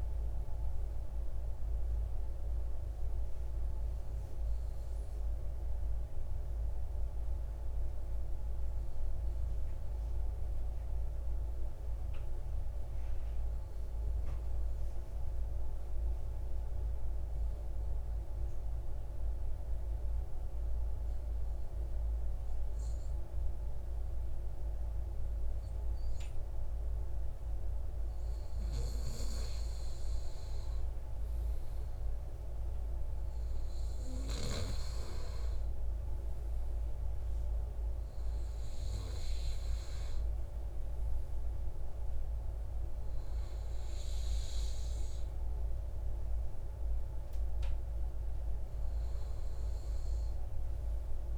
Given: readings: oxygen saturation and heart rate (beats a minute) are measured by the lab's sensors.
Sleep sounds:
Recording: breathing in sleep, hard to hear, by a room microphone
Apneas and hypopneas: 1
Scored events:
2.00-27.00 s: obstructive apnea (oxygen 97% before, 94% lowest, heart rate 182 before, 77 extreme)
28.50-33.50 s: arousal
29.50-51.38 s: oxygen desaturation (device-marked, oxygen 98% before, 94% lowest, heart rate 123 before, 59 extreme)
From the record:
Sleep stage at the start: N2 (light sleep)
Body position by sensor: on the right side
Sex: male

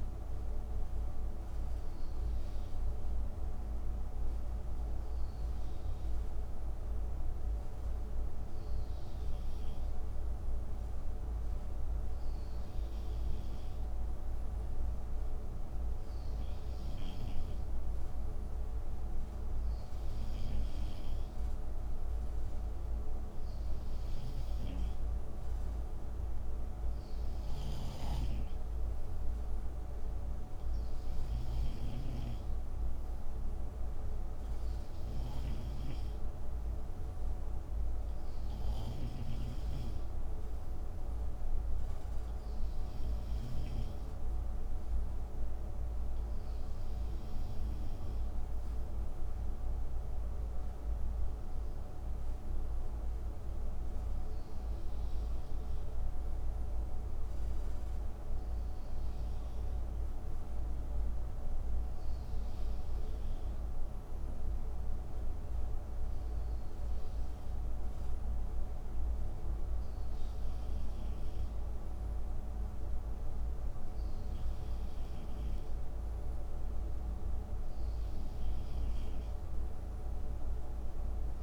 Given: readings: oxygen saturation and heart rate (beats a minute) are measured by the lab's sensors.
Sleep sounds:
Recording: breathing in sleep, hard to hear, by a room microphone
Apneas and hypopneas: none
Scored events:
23.50-43.00 s: snoring (device-marked)
From the record:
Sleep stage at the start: REM sleep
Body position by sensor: on the right side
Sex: male

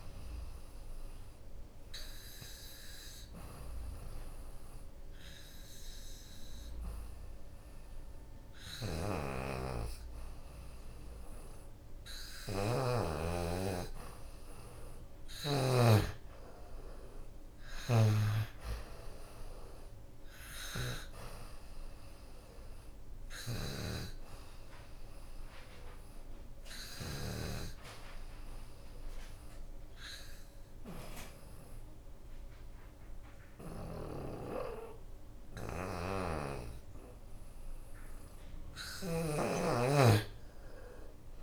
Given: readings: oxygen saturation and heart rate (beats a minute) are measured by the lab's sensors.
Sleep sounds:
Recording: breathing in sleep by a room microphone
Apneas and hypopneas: 1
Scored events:
1.00-13.50 s: obstructive apnea (oxygen 89% before, 83% lowest, heart rate 77 before, 73 extreme, up 11 after)
15.50-20.00 s: arousal
20.00-34.00 s: oxygen desaturation (device-marked, oxygen 88% before, 85% lowest, heart rate 81 before, 66 extreme)
38.00-41.43 s: arousal
40.00-41.43 s: drop in pulse transit time (device-marked, heart rate 80 before, 75 extreme)
From the record:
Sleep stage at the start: N2 (light sleep)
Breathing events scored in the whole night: 236 in 3.5 hours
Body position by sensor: on the back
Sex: female

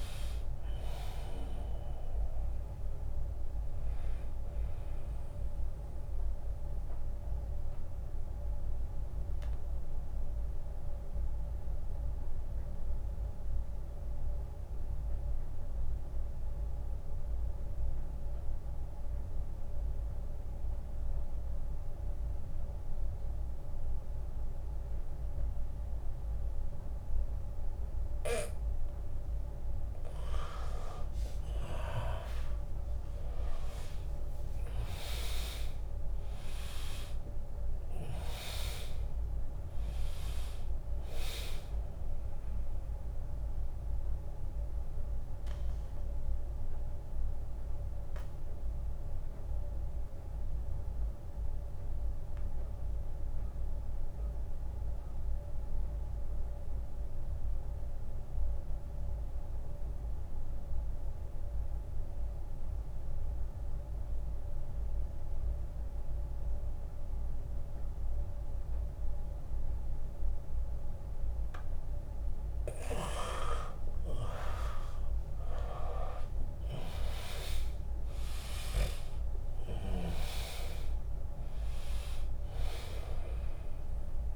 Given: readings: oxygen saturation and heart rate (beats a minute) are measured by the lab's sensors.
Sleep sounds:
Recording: breathing in sleep by a room microphone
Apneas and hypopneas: 2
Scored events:
0.00-4.50 s: drop in pulse transit time (device-marked, heart rate 72 extreme)
0.00-16.50 s: oxygen desaturation (device-marked, oxygen 82% lowest, heart rate 66 extreme)
1.00-3.00 s: long interval between heartbeats (device-marked, heart rate 75 before, 81 extreme)
5.50-29.00 s: mixed apnea (oxygen 100% before, 82% lowest, heart rate 77 before, 66 extreme, up 24 after)
31.50-35.50 s: arousal
31.50-43.50 s: drop in pulse transit time (device-marked, heart rate 77 before, 79 extreme)
32.50-57.50 s: oxygen desaturation (device-marked, oxygen 100% before, 85% lowest, heart rate 77 before, 67 extreme)
43.00-71.00 s: mixed apnea (oxygen 100% before, 80% lowest, heart rate 80 before, 59 extreme, up 16 after)
73.50-78.50 s: arousal
73.50-84.36 s: oxygen desaturation (device-marked, oxygen 100% before, 80% lowest, heart rate 80 before, 59 extreme)
74.50-84.36 s: drop in pulse transit time (device-marked, heart rate 80 before, 78 extreme)
From the record:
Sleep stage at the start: N2 (light sleep)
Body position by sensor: on the back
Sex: male

